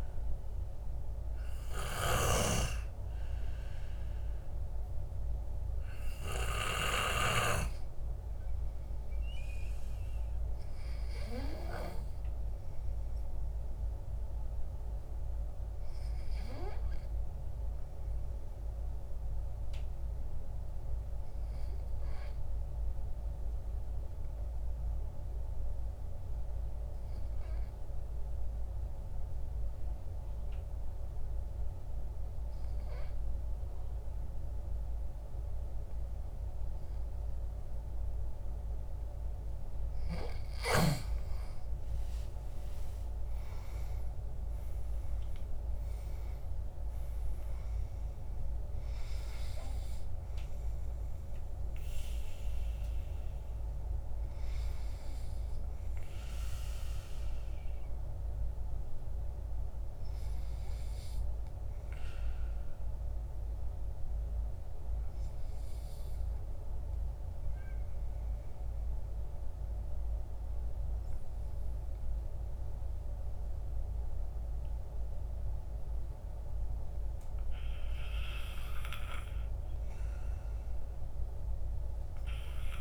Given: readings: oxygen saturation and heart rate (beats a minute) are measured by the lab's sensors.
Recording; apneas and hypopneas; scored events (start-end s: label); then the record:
breathing in sleep by a room microphone; 2
2.00-27.00 s: oxygen desaturation (device-marked, oxygen 98% before, 94% lowest, heart rate 54 before, 46 extreme)
21.00-38.00 s: obstructive apnea (oxygen 98% before, 90% lowest, heart rate 54 before, 45 extreme, up 20 after)
39.50-43.00 s: arousal
42.00-56.00 s: oxygen desaturation (device-marked, oxygen 97% before, 90% lowest, heart rate 53 before, 45 extreme)
63.00-72.00 s: oxygen desaturation (device-marked, oxygen 93% before, 90% lowest, heart rate 56 before, 51 extreme)
65.00-78.50 s: obstructive apnea (oxygen 97% before, 90% lowest, heart rate 55 before, 52 extreme, up 9 after)
From the record:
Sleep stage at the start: N2 (light sleep); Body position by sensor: on the back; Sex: male